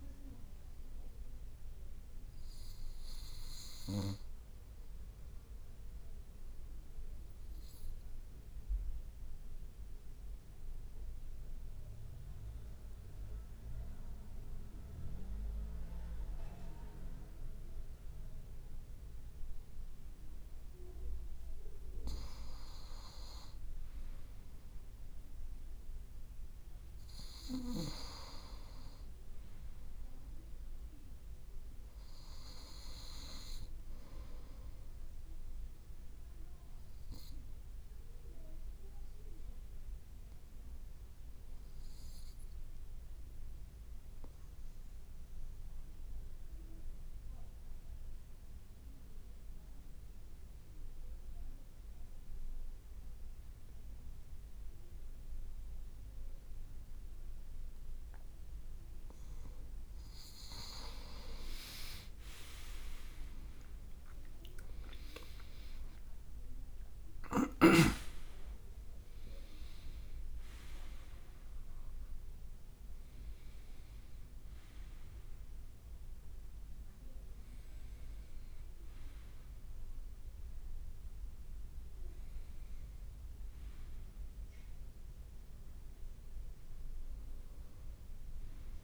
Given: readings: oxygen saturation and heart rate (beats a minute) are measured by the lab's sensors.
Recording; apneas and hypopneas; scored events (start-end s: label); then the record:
breathing in sleep by a room microphone; 2
7.00-20.50 s: obstructive apnea (oxygen 97% before, 95% lowest, heart rate 54 before, 54 extreme, up 2 after)
23.00-27.00 s: arousal
31.00-32.50 s: leg movement (device-marked)
37.50-58.00 s: obstructive apnea (oxygen 97% before, 95% lowest, heart rate 56 before, 55 extreme, up 6 after)
61.00-65.00 s: leg movement (device-marked)
61.00-67.00 s: arousal
67.00-69.00 s: leg movement (device-marked)
78.00-81.50 s: leg movement (device-marked)
83.50-88.84 s: leg movement (device-marked)
From the record:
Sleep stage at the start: N2 (light sleep); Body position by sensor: on the right side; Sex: male